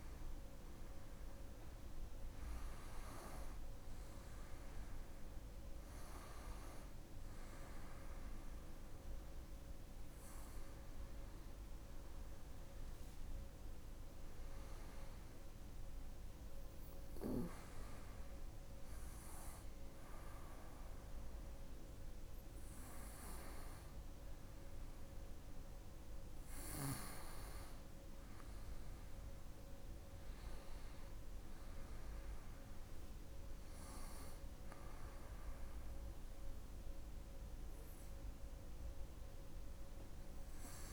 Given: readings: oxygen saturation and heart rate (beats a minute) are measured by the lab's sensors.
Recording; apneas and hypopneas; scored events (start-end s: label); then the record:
a person awake in a sleep study, hard to hear, by a room microphone; none
none scored
From the record:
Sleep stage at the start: awake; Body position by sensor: on the right side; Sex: female